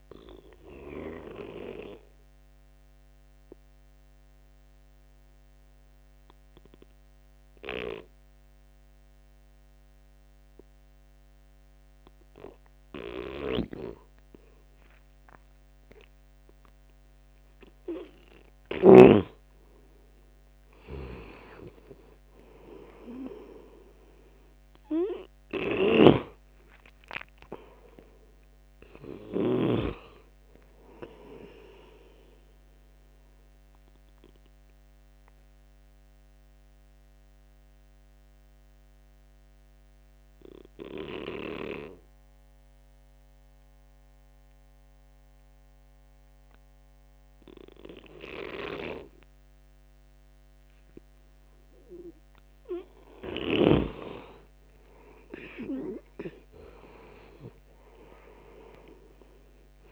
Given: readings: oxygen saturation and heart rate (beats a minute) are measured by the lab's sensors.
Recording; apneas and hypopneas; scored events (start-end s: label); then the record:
breathing in sleep by a microphone on the trachea; 2
0.00-17.00 s: oxygen desaturation (device-marked, oxygen 86% lowest, heart rate 71 extreme)
1.00-17.00 s: obstructive apnea (oxygen 98% before, 86% lowest, heart rate 76 before, 71 extreme, up 12 after)
20.50-25.50 s: arousal
35.00-52.00 s: obstructive apnea (oxygen 98% before, 86% lowest, heart rate 82 before, 70 extreme, up 13 after)
54.00-56.50 s: arousal
58.00-59.92 s: oxygen desaturation (device-marked, oxygen 98% before, 92% lowest, heart rate 73 before, 72 extreme)
From the record:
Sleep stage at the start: N2 (light sleep); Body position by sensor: on the right side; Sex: male